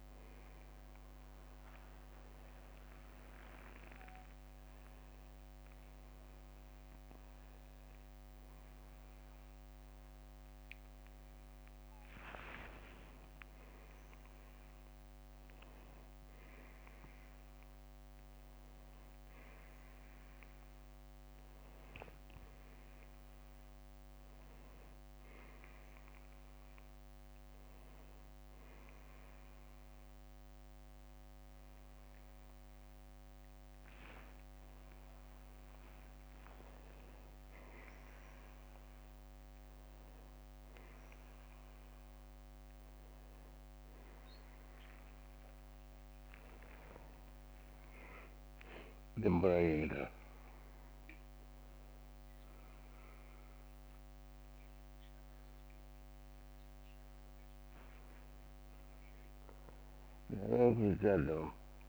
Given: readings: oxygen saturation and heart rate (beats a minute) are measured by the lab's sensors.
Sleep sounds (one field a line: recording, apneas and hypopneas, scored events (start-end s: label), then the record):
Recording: a person awake in a sleep study, by a microphone on the trachea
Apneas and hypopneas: none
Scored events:
0.00-1.50 s: long interval between heartbeats (device-marked, heart rate 68 extreme)
0.00-5.50 s: tachycardia (device-marked, heart rate 143 extreme)
4.00-6.00 s: long interval between heartbeats (device-marked, heart rate 67 before, 123 extreme)
6.50-8.50 s: long interval between heartbeats (device-marked, heart rate 78 before, 120 extreme)
20.00-22.00 s: long interval between heartbeats (device-marked, heart rate 92 before, 64 extreme)
32.00-34.00 s: long interval between heartbeats (device-marked, heart rate 60 before, 58 extreme)
36.50-38.50 s: long interval between heartbeats (device-marked, heart rate 58 before, 77 extreme)
53.00-55.00 s: long interval between heartbeats (device-marked, heart rate 65 before, 66 extreme)
55.00-57.00 s: long interval between heartbeats (device-marked, heart rate 66 before, 64 extreme)
From the record:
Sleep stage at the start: awake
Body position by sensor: on the back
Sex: male